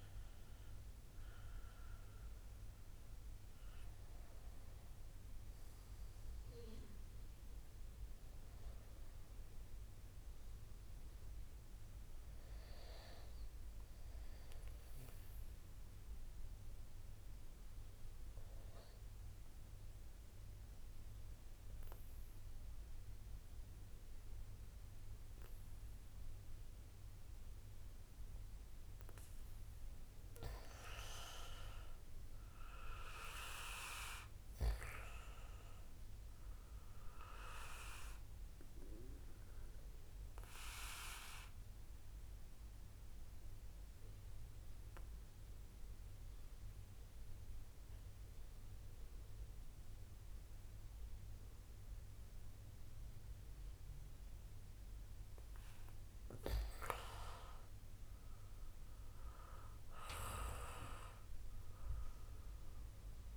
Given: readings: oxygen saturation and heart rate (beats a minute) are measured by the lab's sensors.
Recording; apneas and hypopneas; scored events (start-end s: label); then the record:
breathing in sleep by a room microphone; 2
0.00-2.00 s: arousal
16.00-30.00 s: mixed apnea (oxygen 95% before, 91% lowest, heart rate 70 before, 49 extreme, up 2 after)
31.50-35.00 s: arousal
40.00-54.00 s: oxygen desaturation (device-marked, oxygen 95% before, 91% lowest, heart rate 63 before, 63 extreme)
40.00-55.00 s: obstructive apnea (oxygen 95% before, 91% lowest, heart rate 63 before, 63 extreme, up 7 after)
57.50-61.00 s: arousal
From the record:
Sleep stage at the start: N2 (light sleep); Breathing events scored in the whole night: 302 in 4.1 hours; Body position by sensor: on the back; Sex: male